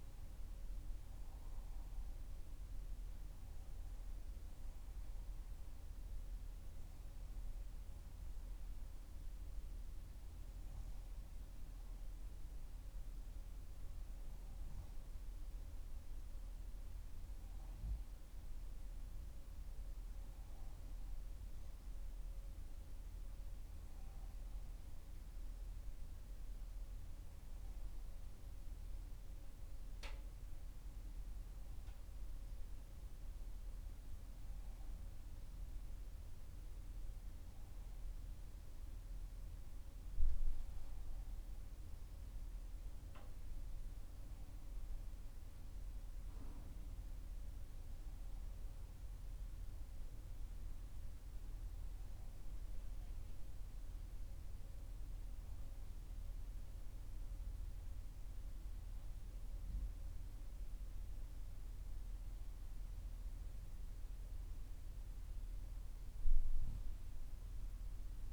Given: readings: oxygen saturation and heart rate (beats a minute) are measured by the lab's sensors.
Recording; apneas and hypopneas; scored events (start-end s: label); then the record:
breathing in sleep, hard to hear, by a room microphone; none
35.00-68.33 s: new sleep stage, N3 (deep sleep)
From the record:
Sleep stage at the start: N2 (light sleep); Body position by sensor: on the back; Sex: female